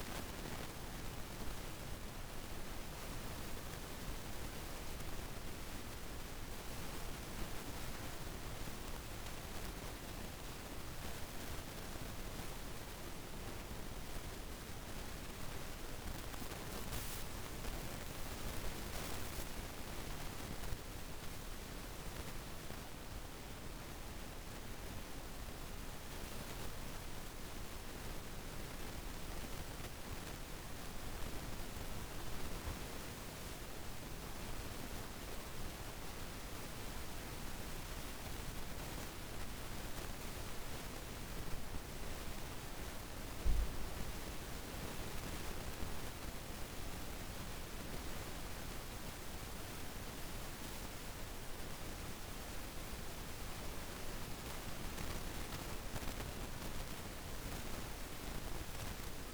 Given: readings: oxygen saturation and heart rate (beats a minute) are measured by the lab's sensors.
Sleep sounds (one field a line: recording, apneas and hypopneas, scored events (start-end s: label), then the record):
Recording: breathing in sleep, hard to hear, by a room microphone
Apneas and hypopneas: none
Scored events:
28.50-33.50 s: arousal
From the record:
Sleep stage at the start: N2 (light sleep)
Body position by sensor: on the back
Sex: female